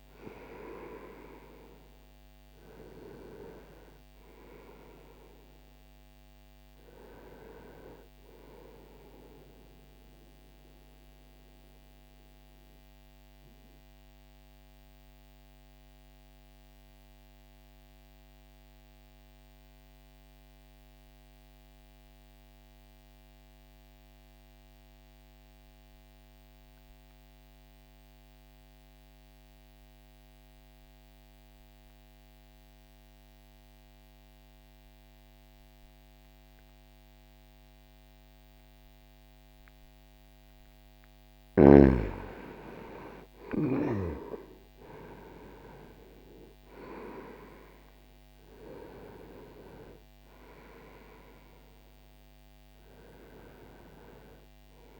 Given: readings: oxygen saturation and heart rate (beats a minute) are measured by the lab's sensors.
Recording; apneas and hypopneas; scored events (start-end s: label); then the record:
breathing in sleep by a microphone on the trachea; 1
8.50-40.00 s: mixed apnea (oxygen 97% before, 90% lowest, heart rate 61 before, 59 extreme, up 0 after)
23.00-55.00 s: new sleep stage, N2 (light sleep)
24.00-32.00 s: oxygen desaturation (device-marked, oxygen 94% before, 90% lowest, heart rate 61 before, 60 extreme)
41.50-47.50 s: arousal
From the record:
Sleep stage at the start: REM sleep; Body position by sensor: on the right side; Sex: male